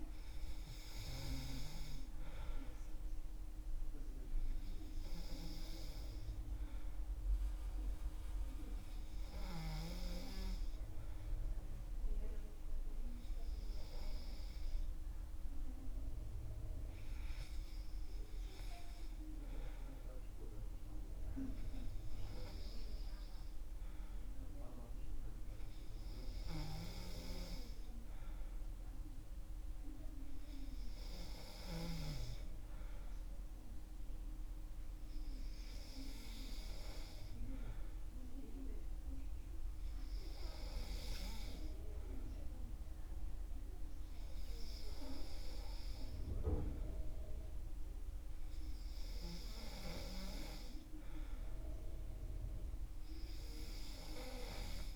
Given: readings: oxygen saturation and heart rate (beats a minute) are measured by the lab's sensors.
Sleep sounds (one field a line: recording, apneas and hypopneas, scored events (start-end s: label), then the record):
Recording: breathing in sleep by a room microphone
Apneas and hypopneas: none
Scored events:
none scored
From the record:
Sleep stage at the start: N2 (light sleep)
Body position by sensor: on the back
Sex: male